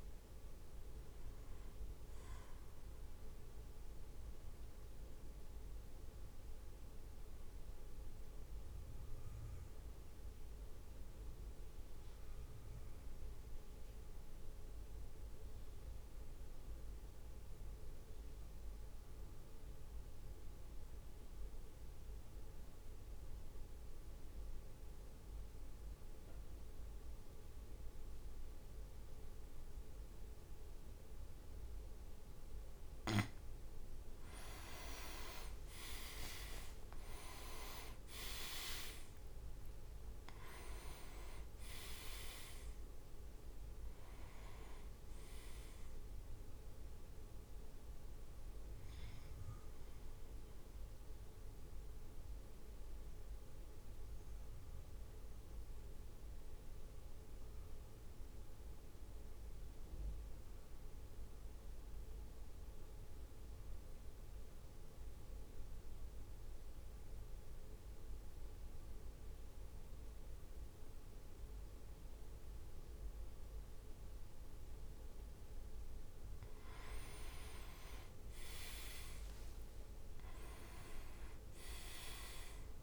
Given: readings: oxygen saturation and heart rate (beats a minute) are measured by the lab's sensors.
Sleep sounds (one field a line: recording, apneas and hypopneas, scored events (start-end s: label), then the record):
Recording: breathing in sleep by a room microphone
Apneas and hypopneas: 2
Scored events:
0.00-2.00 s: drop in pulse transit time (device-marked, heart rate 54 extreme)
0.00-2.00 s: oxygen desaturation (device-marked, oxygen 96% lowest, heart rate 49 extreme)
4.50-32.00 s: mixed apnea (oxygen 100% before, 94% lowest, heart rate 58 before, 49 extreme, up 6 after)
33.00-48.00 s: oxygen desaturation (device-marked, oxygen 100% before, 95% lowest, heart rate 55 before, 50 extreme)
34.00-38.50 s: arousal
34.50-39.50 s: leg movement (device-marked)
35.00-48.00 s: drop in pulse transit time (device-marked, heart rate 55 before, 56 extreme)
37.00-82.83 s: new sleep stage, N2 (light sleep)
50.50-75.00 s: mixed apnea (oxygen 100% before, 94% lowest, heart rate 58 before, 50 extreme, up 6 after)
77.00-82.83 s: drop in pulse transit time (device-marked, heart rate 55 before, 54 extreme)
77.50-82.00 s: arousal
78.00-82.50 s: leg movement (device-marked)
From the record:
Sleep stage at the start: REM sleep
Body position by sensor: on the back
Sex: male